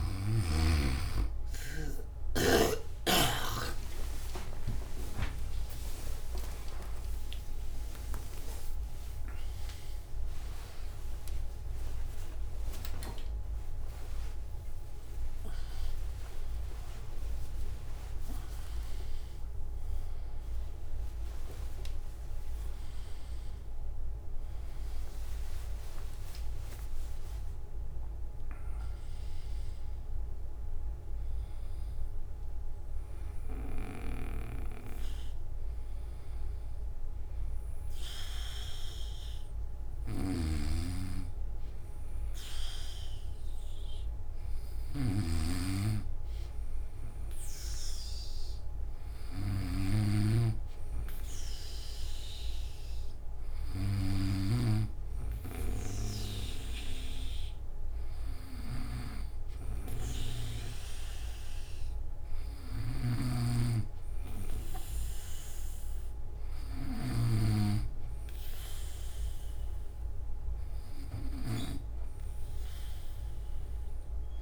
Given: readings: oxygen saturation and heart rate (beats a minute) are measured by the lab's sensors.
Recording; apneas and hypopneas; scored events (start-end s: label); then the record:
breathing in sleep by a room microphone; none
0.00-2.00 s: snoring (device-marked)
9.50-74.42 s: new sleep stage, N2 (light sleep)
20.50-31.50 s: oxygen desaturation (device-marked, oxygen 97% before, 93% lowest, heart rate 103 before, 58 extreme)
33.50-54.00 s: snoring (device-marked)
52.50-72.50 s: oxygen desaturation (device-marked, oxygen 99% before, 94% lowest, heart rate 65 before, 63 extreme)
56.00-71.50 s: snoring (device-marked)
From the record:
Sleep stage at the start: N1 (lightest sleep); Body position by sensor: on the back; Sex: male